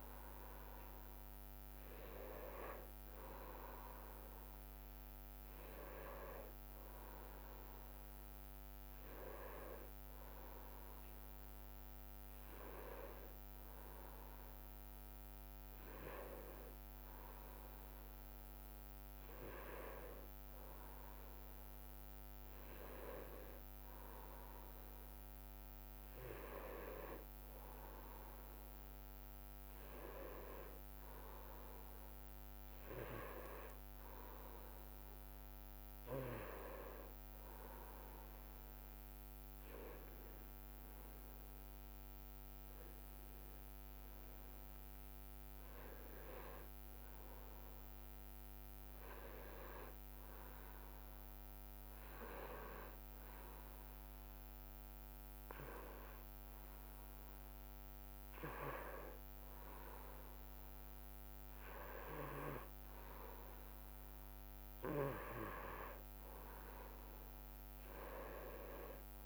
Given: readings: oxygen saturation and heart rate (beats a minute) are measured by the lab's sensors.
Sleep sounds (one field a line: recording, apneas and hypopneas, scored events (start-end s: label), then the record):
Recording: a person awake in a sleep study, by a microphone on the trachea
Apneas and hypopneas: none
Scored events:
none scored
From the record:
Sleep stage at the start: awake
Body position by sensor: on the back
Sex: male